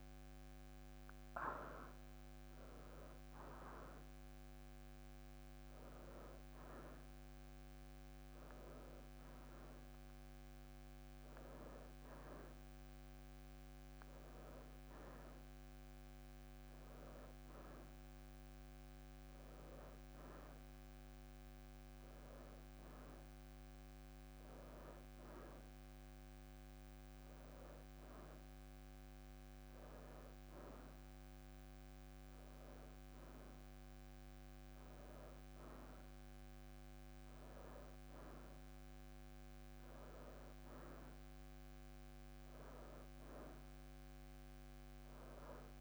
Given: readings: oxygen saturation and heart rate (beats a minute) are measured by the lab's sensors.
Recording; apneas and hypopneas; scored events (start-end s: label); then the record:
a person awake in a sleep study, by a microphone on the trachea; none
21.50-23.50 s: leg movement (device-marked)
40.50-43.00 s: leg movement (device-marked)
44.00-45.81 s: leg movement (device-marked)
From the record:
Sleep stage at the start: awake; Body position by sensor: on the right side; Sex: female